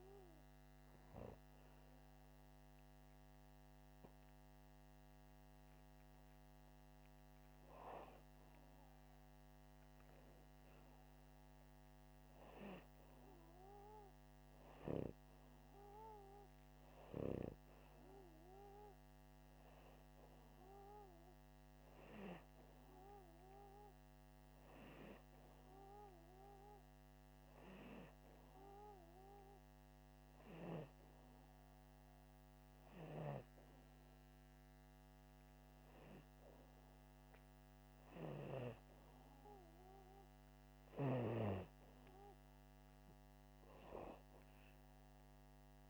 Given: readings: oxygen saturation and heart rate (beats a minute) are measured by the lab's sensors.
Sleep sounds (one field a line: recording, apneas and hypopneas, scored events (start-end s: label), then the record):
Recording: breathing in sleep by a microphone on the trachea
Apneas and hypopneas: none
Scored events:
0.00-3.00 s: oxygen desaturation (device-marked, oxygen 93% lowest, heart rate 83 extreme)
From the record:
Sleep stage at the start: N2 (light sleep)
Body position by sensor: upright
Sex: male